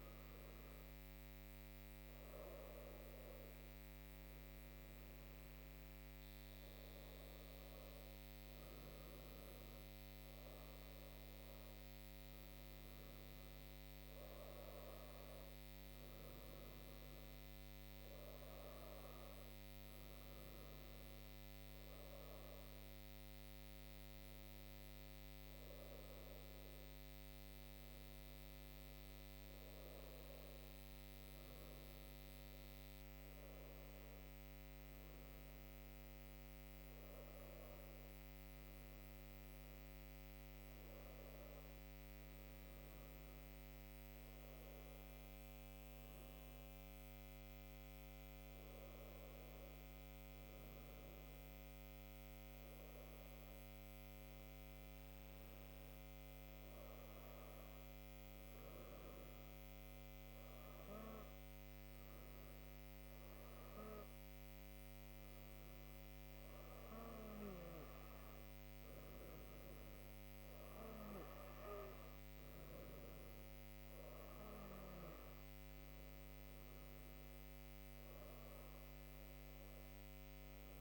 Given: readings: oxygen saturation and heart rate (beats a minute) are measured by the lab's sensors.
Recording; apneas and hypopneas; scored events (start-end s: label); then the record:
breathing in sleep, hard to hear, by a microphone on the trachea; none
none scored
From the record:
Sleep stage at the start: N2 (light sleep); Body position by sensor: on the right side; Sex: female